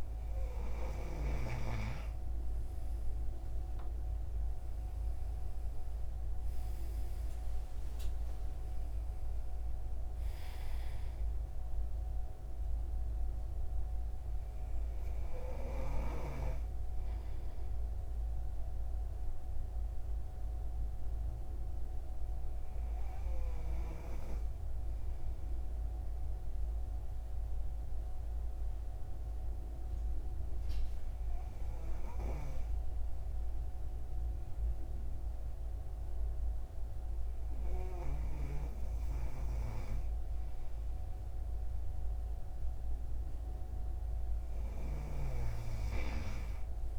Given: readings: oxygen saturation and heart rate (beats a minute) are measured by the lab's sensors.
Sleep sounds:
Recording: breathing in sleep by a room microphone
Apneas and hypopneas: 1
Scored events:
0.00-1.50 s: arousal
10.00-13.50 s: arousal
18.50-41.50 s: hypopnea (oxygen 95% before, 94% lowest)
43.00-46.00 s: arousal
45.00-46.99 s: snoring (device-marked)
From the record:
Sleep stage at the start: N2 (light sleep)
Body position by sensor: on the right side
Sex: male

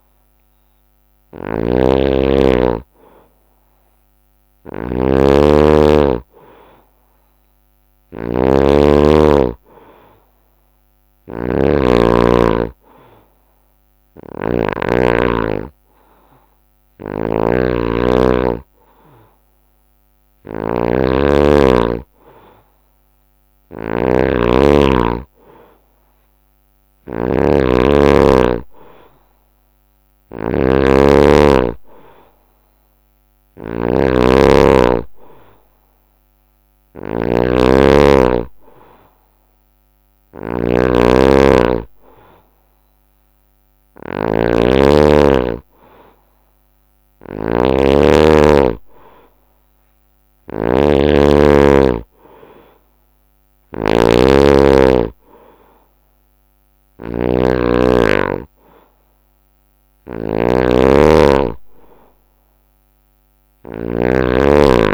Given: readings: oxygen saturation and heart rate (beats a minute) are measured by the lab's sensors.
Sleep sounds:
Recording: breathing in sleep by a microphone on the trachea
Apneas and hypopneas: none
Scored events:
0.00-64.94 s: snoring (device-marked)
From the record:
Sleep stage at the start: N2 (light sleep)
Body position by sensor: on the right side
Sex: male

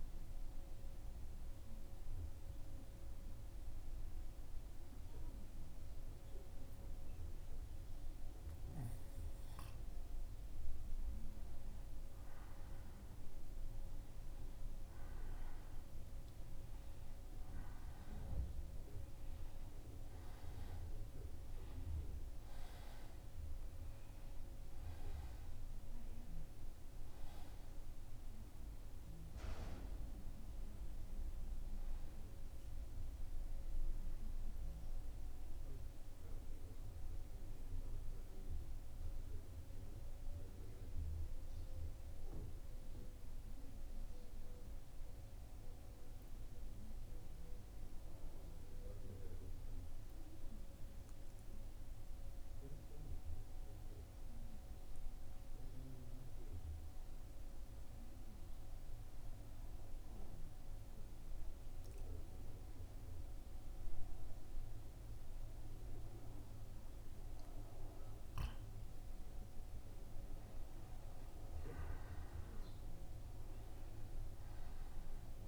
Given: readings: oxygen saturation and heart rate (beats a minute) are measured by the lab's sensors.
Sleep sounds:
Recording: breathing in sleep, hard to hear, by a room microphone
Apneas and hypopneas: 2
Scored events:
2.50-12.50 s: hypopnea (oxygen 96% before, 88% lowest, heart rate 80 before, 78 extreme, up 5 after)
15.50-19.00 s: arousal
37.00-67.00 s: central apnea (oxygen 97% before, 88% lowest, heart rate 80 before, 76 extreme, up 0 after)
46.50-75.48 s: oxygen desaturation (device-marked, oxygen 96% before, 88% lowest, heart rate 80 before, 76 extreme)
69.50-73.50 s: arousal
70.50-75.48 s: new sleep stage, N1 (lightest sleep)
From the record:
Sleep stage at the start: N2 (light sleep)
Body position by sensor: on the back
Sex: male

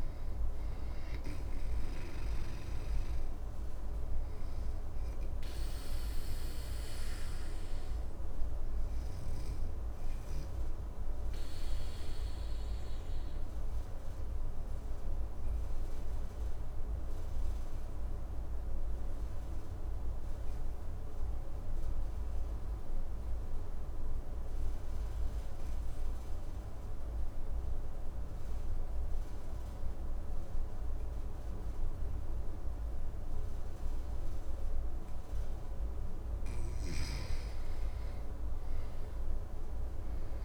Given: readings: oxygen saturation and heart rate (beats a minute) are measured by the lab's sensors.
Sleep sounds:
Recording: breathing in sleep, hard to hear, by a room microphone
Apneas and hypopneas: 1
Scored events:
0.00-18.50 s: oxygen desaturation (device-marked, oxygen 85% lowest, heart rate 53 extreme)
5.50-34.50 s: obstructive apnea (oxygen 99% before, 85% lowest, heart rate 61 before, 53 extreme, up 11 after)
36.00-40.00 s: snoring (device-marked)
39.00-40.45 s: arousal
From the record:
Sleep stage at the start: N2 (light sleep)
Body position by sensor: on the back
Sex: male

